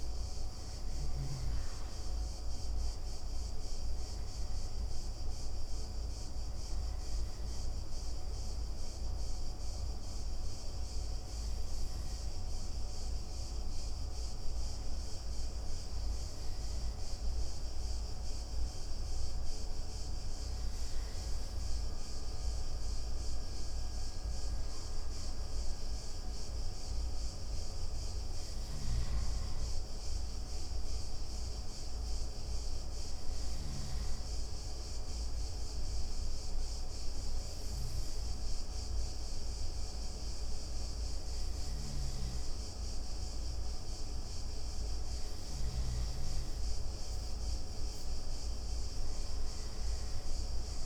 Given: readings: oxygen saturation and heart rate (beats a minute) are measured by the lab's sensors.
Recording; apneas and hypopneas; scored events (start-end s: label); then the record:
breathing in sleep, hard to hear, by a room microphone; 2
8.50-21.00 s: hypopnea (oxygen 94% before, 91% lowest)
24.00-27.00 s: arousal
34.50-46.00 s: hypopnea (oxygen 96% before, 90% lowest)
41.50-45.50 s: snoring (device-marked)
48.00-50.86 s: arousal
From the record:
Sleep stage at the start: N2 (light sleep); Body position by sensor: on the right side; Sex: male